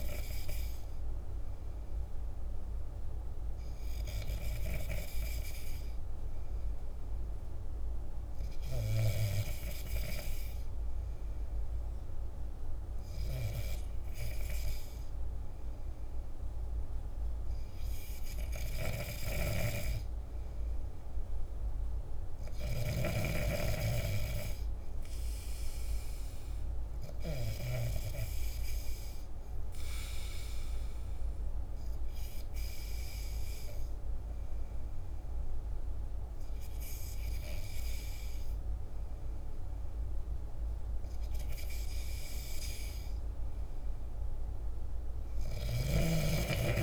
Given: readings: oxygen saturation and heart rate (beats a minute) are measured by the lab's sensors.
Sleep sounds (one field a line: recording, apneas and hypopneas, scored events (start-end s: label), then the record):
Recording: breathing in sleep by a room microphone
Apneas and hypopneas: none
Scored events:
none scored
From the record:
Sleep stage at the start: N2 (light sleep)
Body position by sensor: on the back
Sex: male